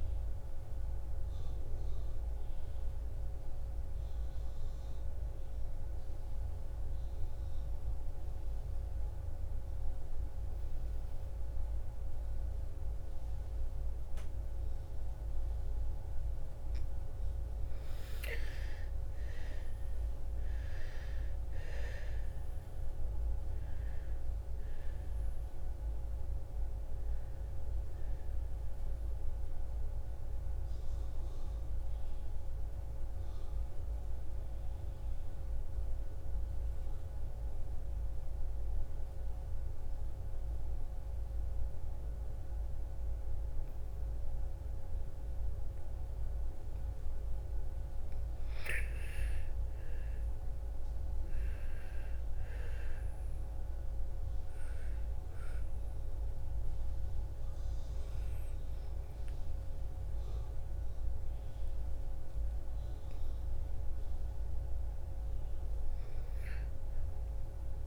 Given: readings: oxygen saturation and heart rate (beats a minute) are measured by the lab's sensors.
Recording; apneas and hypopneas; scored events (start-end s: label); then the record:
breathing in sleep, hard to hear, by a room microphone; 2
0.00-15.00 s: oxygen desaturation (device-marked, oxygen 90% lowest, heart rate 55 extreme)
1.50-16.50 s: obstructive apnea (oxygen 98% before, 88% lowest, heart rate 59 before, 55 extreme, up 9 after)
17.50-22.00 s: arousal
26.00-39.00 s: oxygen desaturation (device-marked, oxygen 99% before, 88% lowest, heart rate 58 before, 54 extreme)
31.50-48.00 s: obstructive apnea (oxygen 99% before, 88% lowest, heart rate 60 before, 54 extreme, up 12 after)
49.00-53.00 s: arousal
53.00-67.87 s: oxygen desaturation (device-marked, oxygen 99% before, 90% lowest, heart rate 56 before, 55 extreme)
From the record:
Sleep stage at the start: N2 (light sleep); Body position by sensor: on the back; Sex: female